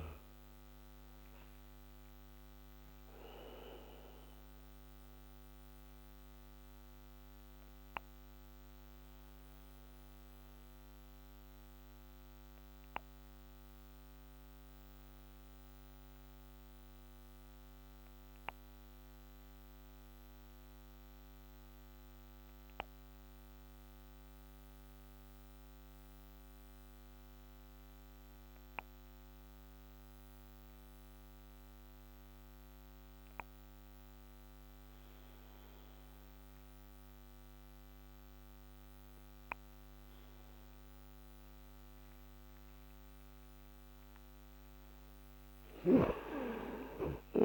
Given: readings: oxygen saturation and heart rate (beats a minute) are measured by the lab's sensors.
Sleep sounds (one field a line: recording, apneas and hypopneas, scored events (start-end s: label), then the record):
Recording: breathing in sleep by a microphone on the trachea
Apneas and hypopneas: 1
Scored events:
0.00-25.00 s: oxygen desaturation (device-marked, oxygen 86% lowest, heart rate 54 extreme)
0.50-42.50 s: obstructive apnea (oxygen 98% before, 85% lowest, heart rate 65 before, 54 extreme, up 17 after)
40.00-47.45 s: oxygen desaturation (device-marked, oxygen 97% before, 85% lowest, heart rate 59 before, 54 extreme)
45.50-47.45 s: arousal
45.50-47.45 s: snoring (device-marked)
From the record:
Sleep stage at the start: N2 (light sleep)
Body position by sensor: on the back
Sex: male